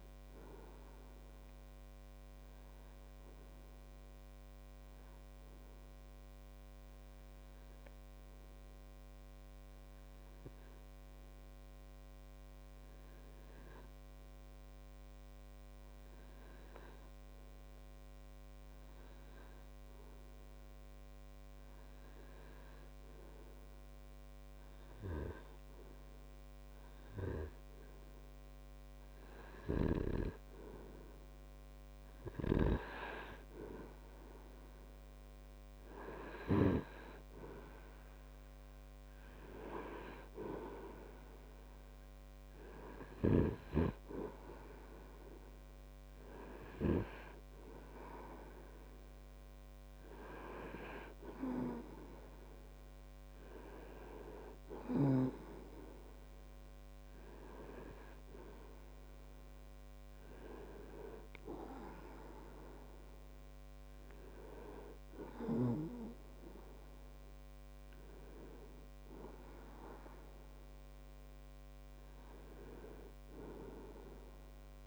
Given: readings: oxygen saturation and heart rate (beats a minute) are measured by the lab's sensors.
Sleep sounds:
breathing in sleep by a microphone on the trachea; 1
3.00-27.50 s: hypopnea (oxygen 99% before, 95% lowest)
32.50-37.00 s: snoring (device-marked)
34.00-38.00 s: arousal
From the record:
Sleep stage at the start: N2 (light sleep); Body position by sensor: on the right side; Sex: male

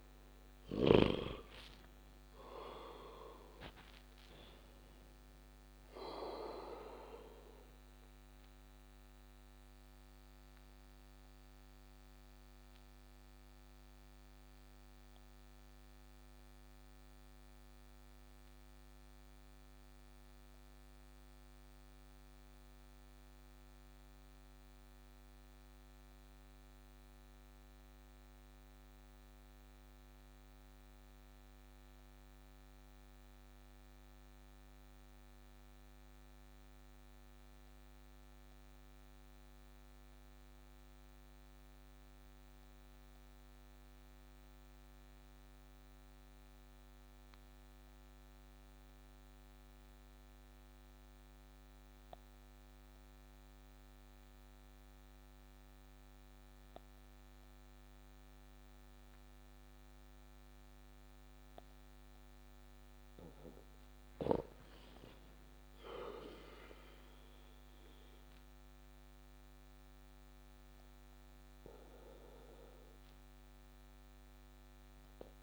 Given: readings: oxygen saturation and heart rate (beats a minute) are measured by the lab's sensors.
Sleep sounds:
breathing in sleep by a microphone on the trachea; 1
8.50-61.50 s: obstructive apnea (oxygen 98% before, 91% lowest)
19.00-29.00 s: oxygen desaturation (device-marked, oxygen 94% before, 91% lowest)
61.00-75.43 s: oxygen desaturation (device-marked, oxygen 97% before, 91% lowest)
65.00-68.00 s: arousal
From the record:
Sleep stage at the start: N2 (light sleep); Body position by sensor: on the back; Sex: male

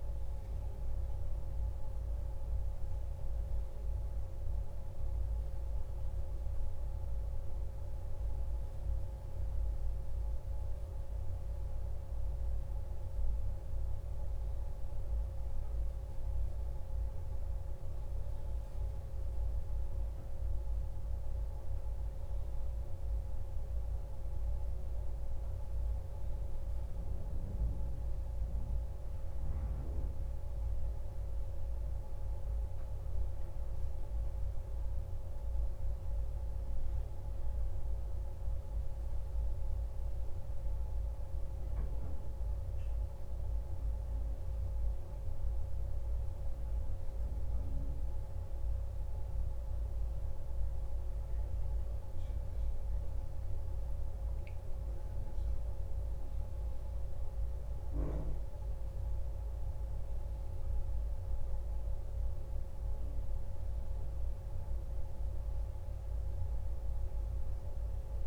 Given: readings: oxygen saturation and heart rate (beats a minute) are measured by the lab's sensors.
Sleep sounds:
breathing in sleep, hard to hear, by a room microphone; none
none scored
From the record:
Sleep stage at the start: N1 (lightest sleep); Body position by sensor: on the back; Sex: male

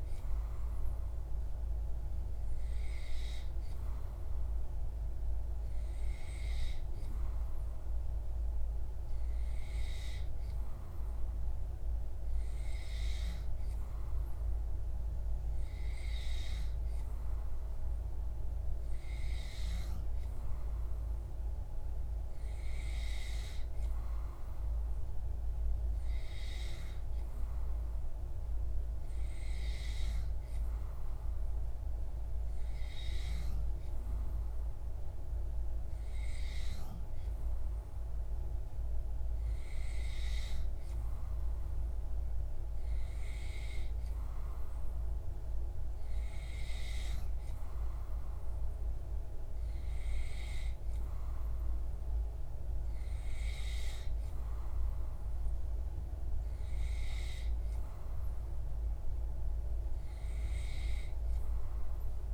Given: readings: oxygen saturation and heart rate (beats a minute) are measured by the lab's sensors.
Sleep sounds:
breathing in sleep, hard to hear, by a room microphone; none
none scored
From the record:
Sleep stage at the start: N2 (light sleep); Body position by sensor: on the back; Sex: male

